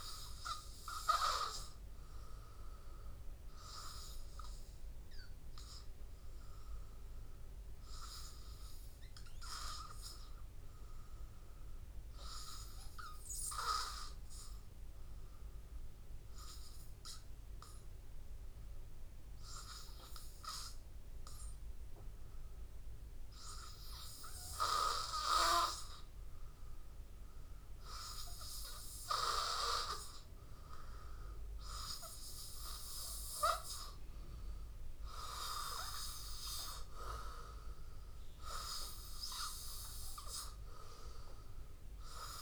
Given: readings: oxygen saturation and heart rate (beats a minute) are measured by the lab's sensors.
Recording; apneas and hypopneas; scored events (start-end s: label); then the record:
breathing in sleep by a room microphone; 1
0.00-12.50 s: oxygen desaturation (device-marked, oxygen 92% lowest, heart rate 81 extreme)
4.50-20.50 s: hypopnea (oxygen 97% before, 92% lowest, heart rate 82 before, 83 extreme, up 0 after)
26.00-31.00 s: arousal
27.50-42.41 s: oxygen desaturation (device-marked, oxygen 97% before, 92% lowest, heart rate 83 before, 83 extreme)
From the record:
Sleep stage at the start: N2 (light sleep); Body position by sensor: on the back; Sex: male